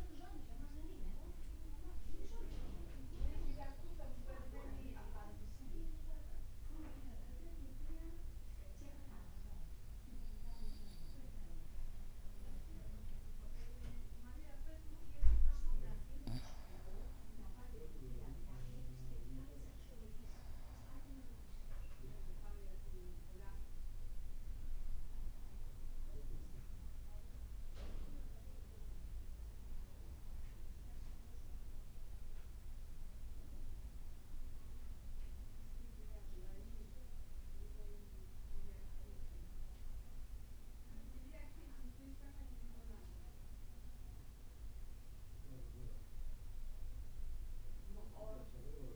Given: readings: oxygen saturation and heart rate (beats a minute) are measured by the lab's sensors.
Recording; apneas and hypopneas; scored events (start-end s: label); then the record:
breathing in sleep by a room microphone; 1
5.00-15.50 s: mixed apnea (oxygen 98% before, 93% lowest, heart rate 53 before, 51 extreme, up 3 after)
7.50-16.50 s: oxygen desaturation (device-marked, oxygen 97% before, 95% lowest, heart rate 54 before, 51 extreme)
17.50-21.50 s: arousal
18.50-48.96 s: new sleep stage, REM sleep
From the record:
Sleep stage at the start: N2 (light sleep); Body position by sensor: on the back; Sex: male